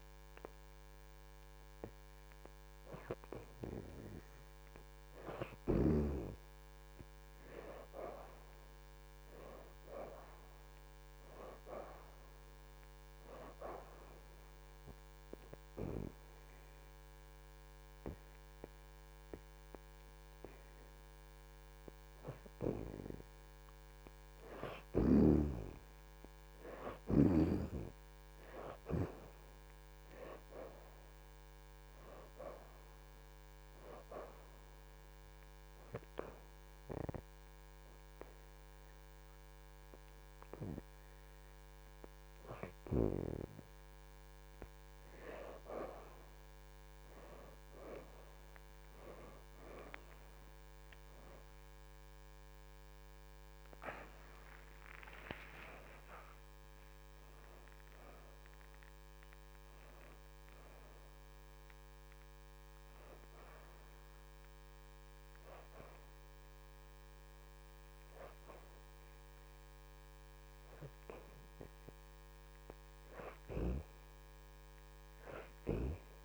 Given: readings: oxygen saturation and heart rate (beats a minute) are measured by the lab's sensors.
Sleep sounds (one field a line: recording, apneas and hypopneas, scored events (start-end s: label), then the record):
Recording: breathing in sleep by a microphone on the trachea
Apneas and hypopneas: 2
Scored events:
7.00-11.00 s: arousal
14.00-24.00 s: obstructive apnea (oxygen 76% before, 61% lowest, heart rate 82 before, 78 extreme, up 4 after)
25.50-35.50 s: oxygen desaturation (device-marked, oxygen 79% before, 73% lowest, heart rate 82 before, 79 extreme)
35.50-45.50 s: hypopnea (oxygen 79% before, 61% lowest, heart rate 82 before, 79 extreme, up 5 after)
37.50-51.50 s: oxygen desaturation (device-marked, oxygen 78% before, 62% lowest, heart rate 82 before, 77 extreme)
49.50-54.50 s: arousal
62.50-72.50 s: oxygen desaturation (device-marked, oxygen 77% before, 61% lowest, heart rate 83 before, 77 extreme)
From the record:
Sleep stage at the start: N2 (light sleep)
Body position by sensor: on the back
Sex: female